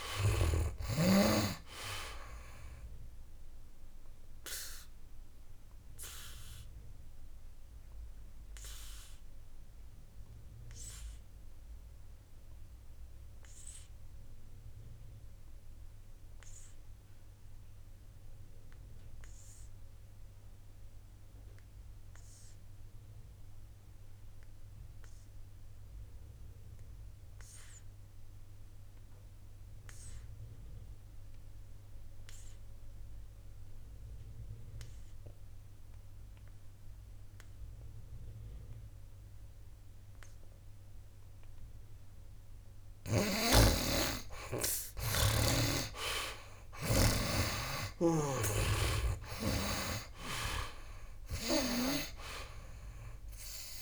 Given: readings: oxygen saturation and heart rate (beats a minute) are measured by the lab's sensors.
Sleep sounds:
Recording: breathing in sleep by a room microphone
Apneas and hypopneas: 1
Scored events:
0.00-1.00 s: snoring (device-marked)
0.00-31.50 s: oxygen desaturation (device-marked, oxygen 74% lowest, heart rate 59 extreme)
5.00-43.00 s: obstructive apnea (oxygen 98% before, 67% lowest, heart rate 67 before, 59 extreme, up 16 after)
43.50-53.82 s: oxygen desaturation (device-marked, oxygen 95% before, 67% lowest, heart rate 62 before, 57 extreme)
48.50-52.50 s: arousal
From the record:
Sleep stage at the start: N2 (light sleep)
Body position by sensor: on the back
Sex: male

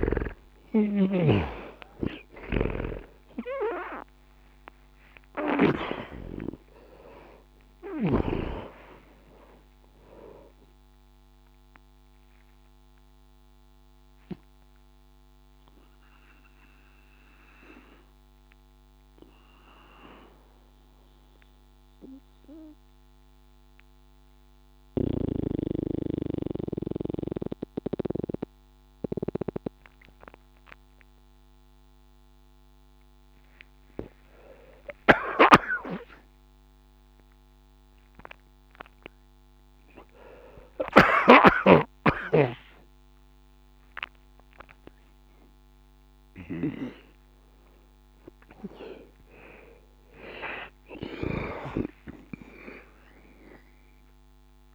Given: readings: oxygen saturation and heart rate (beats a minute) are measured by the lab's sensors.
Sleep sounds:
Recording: breathing in sleep by a microphone on the trachea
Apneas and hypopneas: 1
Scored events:
0.00-1.00 s: snoring (device-marked)
0.00-36.00 s: oxygen desaturation (device-marked, oxygen 77% lowest, heart rate 60 extreme)
14.00-44.00 s: obstructive apnea (oxygen 97% before, 77% lowest, heart rate 77 before, 62 extreme, up 2 after)
49.50-53.00 s: arousal
From the record:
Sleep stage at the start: N2 (light sleep)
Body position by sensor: on the back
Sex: male

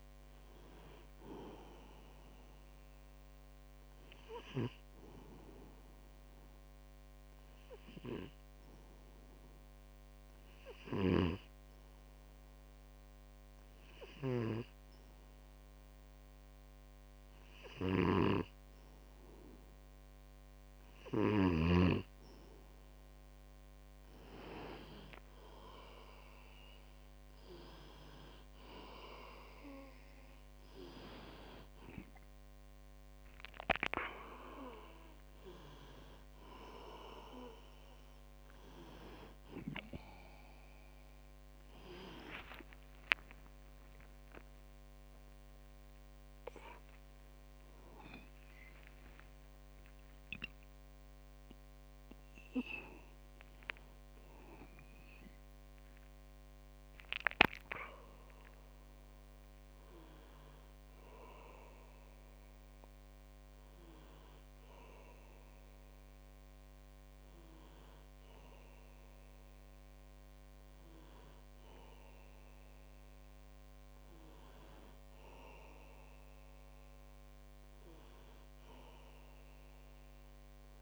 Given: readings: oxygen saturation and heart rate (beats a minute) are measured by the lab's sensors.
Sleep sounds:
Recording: a person partly awake in a sleep study, by a microphone on the trachea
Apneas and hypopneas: 1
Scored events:
5.00-21.50 s: hypopnea (oxygen 98% before, 94% lowest, heart rate 62 before, 41 extreme, up 8 after)
18.00-22.00 s: snoring (device-marked)
34.00-64.00 s: new sleep stage, awake
41.00-57.00 s: tachycardia (device-marked, heart rate 55 before, 188 extreme)
64.00-80.82 s: new sleep stage, N2 (light sleep)
From the record:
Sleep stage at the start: N2 (light sleep)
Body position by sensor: on the back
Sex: male

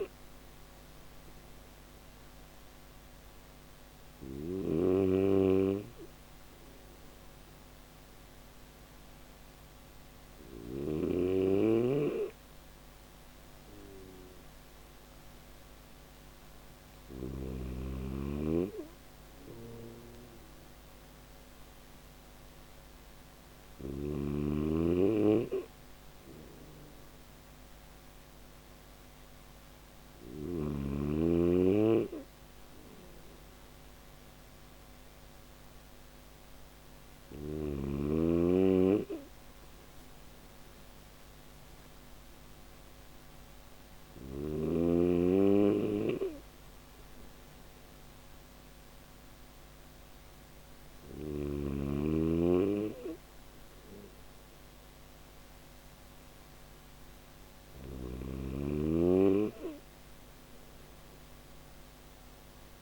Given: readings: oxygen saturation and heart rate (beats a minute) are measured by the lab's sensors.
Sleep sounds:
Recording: breathing in sleep by a microphone on the trachea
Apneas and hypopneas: none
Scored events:
0.00-3.50 s: snoring (device-marked)
18.50-23.00 s: snoring (device-marked)
From the record:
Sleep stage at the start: N3 (deep sleep)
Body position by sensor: on the back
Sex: male

